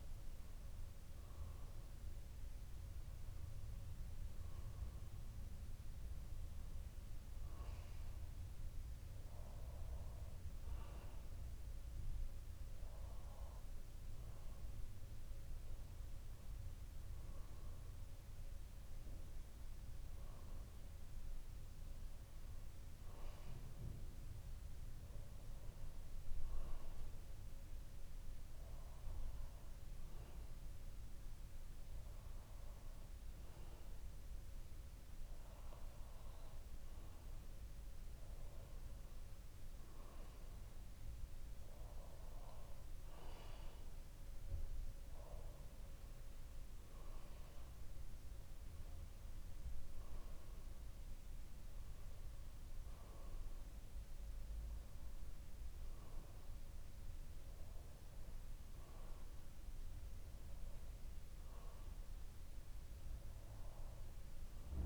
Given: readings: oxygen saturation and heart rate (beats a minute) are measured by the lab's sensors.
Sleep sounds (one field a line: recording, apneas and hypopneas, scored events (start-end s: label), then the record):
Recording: breathing in sleep, hard to hear, by a room microphone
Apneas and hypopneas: 1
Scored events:
26.50-38.00 s: obstructive apnea (oxygen 94% before, 92% lowest, heart rate 62 before, 60 extreme, up 2 after)
39.00-42.00 s: arousal
63.00-64.86 s: bradycardia (device-marked, heart rate 63 before, 58 extreme)
From the record:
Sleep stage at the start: N2 (light sleep)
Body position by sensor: on the back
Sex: male